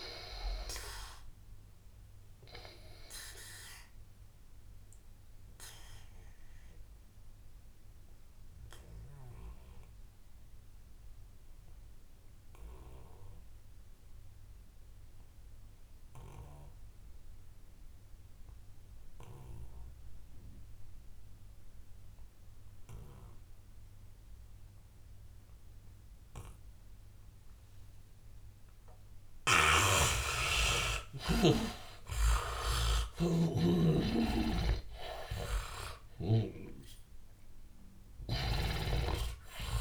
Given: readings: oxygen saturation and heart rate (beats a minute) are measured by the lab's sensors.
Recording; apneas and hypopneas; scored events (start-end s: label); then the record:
breathing in sleep by a room microphone; 1
0.00-13.50 s: oxygen desaturation (device-marked, oxygen 79% lowest, heart rate 76 extreme)
1.00-29.00 s: obstructive apnea (oxygen 99% before, 77% lowest, heart rate 84 before, 76 extreme, up 14 after)
18.50-39.81 s: oxygen desaturation (device-marked, oxygen 100% before, 77% lowest, heart rate 89 before, 75 extreme)
29.50-38.50 s: snoring (device-marked)
32.00-36.50 s: arousal
From the record:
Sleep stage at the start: N2 (light sleep); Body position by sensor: on the back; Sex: male